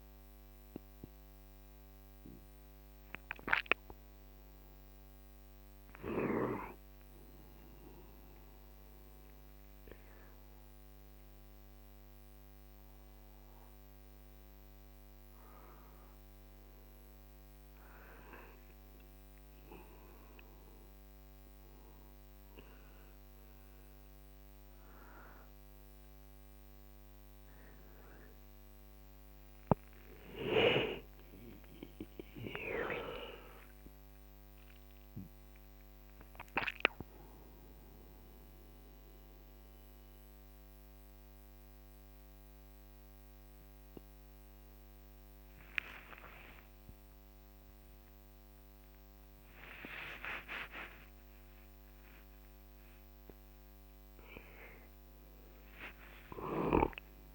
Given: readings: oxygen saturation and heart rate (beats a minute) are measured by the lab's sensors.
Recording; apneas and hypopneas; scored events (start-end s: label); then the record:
a person partly awake in a sleep study, by a microphone on the trachea; none
15.50-21.50 s: oxygen desaturation (device-marked, oxygen 98% before, 93% lowest, heart rate 62 before, 56 extreme)
40.50-57.35 s: new sleep stage, awake
From the record:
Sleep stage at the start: N1 (lightest sleep); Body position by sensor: on the right side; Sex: male